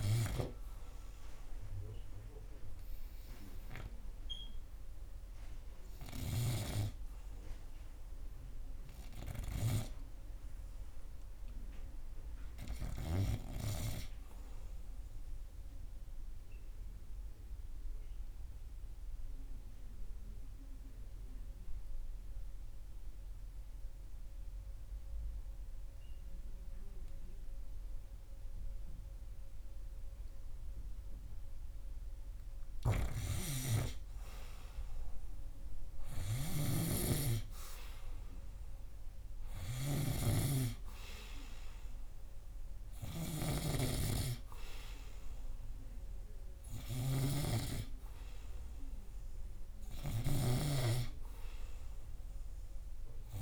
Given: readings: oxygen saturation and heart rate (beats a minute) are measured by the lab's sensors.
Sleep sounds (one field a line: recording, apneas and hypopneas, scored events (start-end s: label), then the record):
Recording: breathing in sleep by a room microphone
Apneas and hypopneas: 1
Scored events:
15.50-32.50 s: obstructive apnea (oxygen 98% before, 95% lowest, heart rate 82 before, 81 extreme, up 3 after)
33.50-38.50 s: arousal
47.50-53.42 s: snoring (device-marked)
From the record:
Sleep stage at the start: REM sleep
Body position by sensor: on the right side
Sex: male